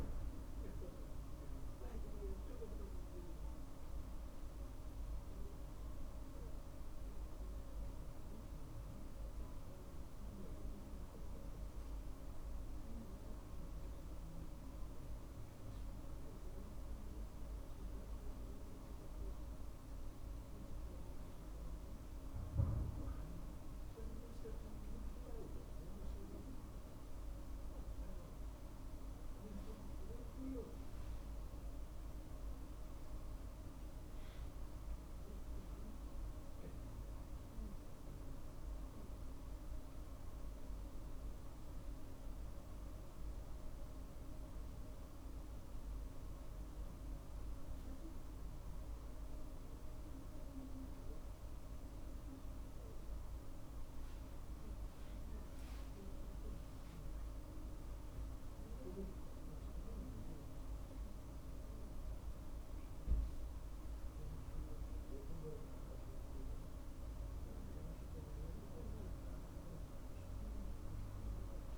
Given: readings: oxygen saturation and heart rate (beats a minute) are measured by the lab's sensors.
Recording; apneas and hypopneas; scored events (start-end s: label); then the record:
breathing in sleep, hard to hear, by a room microphone; none
none scored
From the record:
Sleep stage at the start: N2 (light sleep); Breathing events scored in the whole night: 152 in 6.6 hours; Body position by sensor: on the right side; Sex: male